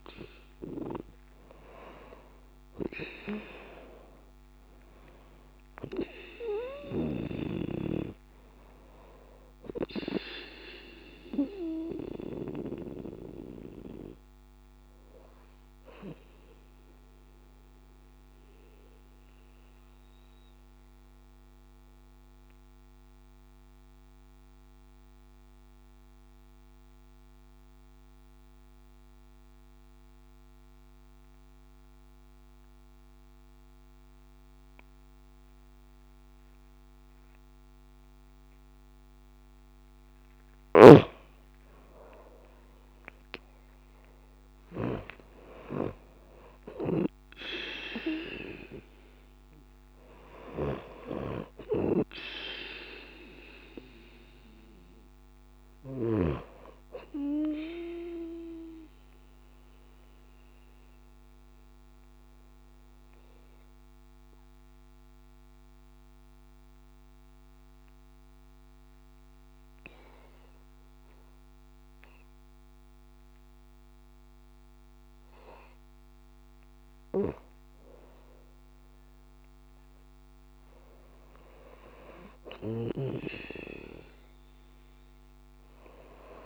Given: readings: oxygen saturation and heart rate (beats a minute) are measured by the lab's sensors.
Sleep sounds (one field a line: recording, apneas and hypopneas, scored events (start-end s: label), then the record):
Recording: breathing in sleep by a microphone on the trachea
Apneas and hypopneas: 2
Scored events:
0.00-1.50 s: arousal
0.00-33.00 s: oxygen desaturation (device-marked, oxygen 91% lowest)
16.50-40.00 s: mixed apnea (oxygen 97% before, 91% lowest)
42.50-46.50 s: arousal
49.00-74.00 s: oxygen desaturation (device-marked, oxygen 96% before, 92% lowest)
57.50-75.00 s: mixed apnea (oxygen 97% before, 92% lowest)
76.50-80.00 s: arousal
82.00-86.46 s: snoring (device-marked)
From the record:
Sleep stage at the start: N2 (light sleep)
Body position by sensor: on the back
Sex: female